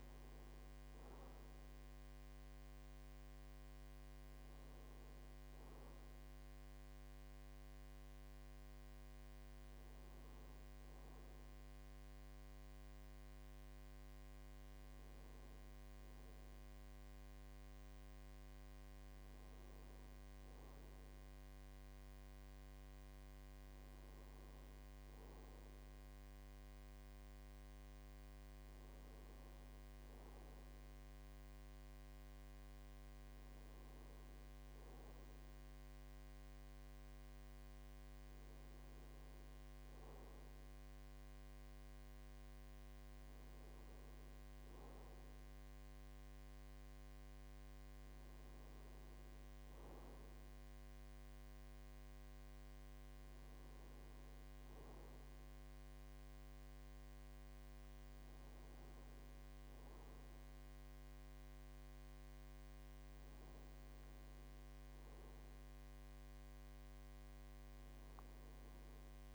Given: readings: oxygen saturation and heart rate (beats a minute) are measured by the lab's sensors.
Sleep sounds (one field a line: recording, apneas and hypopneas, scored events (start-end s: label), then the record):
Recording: a person awake in a sleep study, hard to hear, by a microphone on the trachea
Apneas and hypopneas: none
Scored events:
none scored
From the record:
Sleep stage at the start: awake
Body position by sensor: on the right side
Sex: male